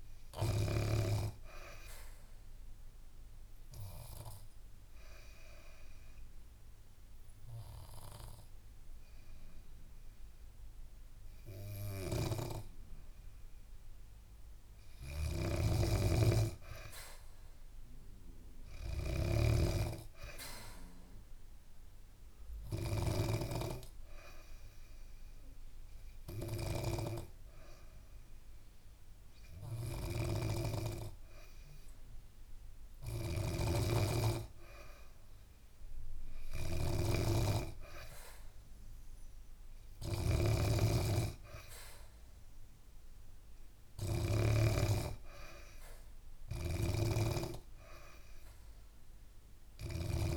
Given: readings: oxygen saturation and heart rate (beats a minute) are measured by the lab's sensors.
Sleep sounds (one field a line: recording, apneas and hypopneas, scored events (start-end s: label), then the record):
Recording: breathing in sleep by a room microphone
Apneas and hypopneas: 2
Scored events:
0.50-13.00 s: obstructive apnea (oxygen 94% before, 89% lowest, heart rate 74 before, 69 extreme, up 3 after)
0.50-13.50 s: oxygen desaturation (device-marked, oxygen 94% before, 89% lowest, heart rate 74 before, 69 extreme)
11.50-44.00 s: snoring (device-marked)
15.00-18.00 s: arousal
23.00-33.50 s: obstructive apnea (oxygen 97% before, 92% lowest, heart rate 71 before, 71 extreme, up 2 after)
38.00-41.00 s: arousal
46.00-50.37 s: snoring (device-marked)
From the record:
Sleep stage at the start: N3 (deep sleep)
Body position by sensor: on the back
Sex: female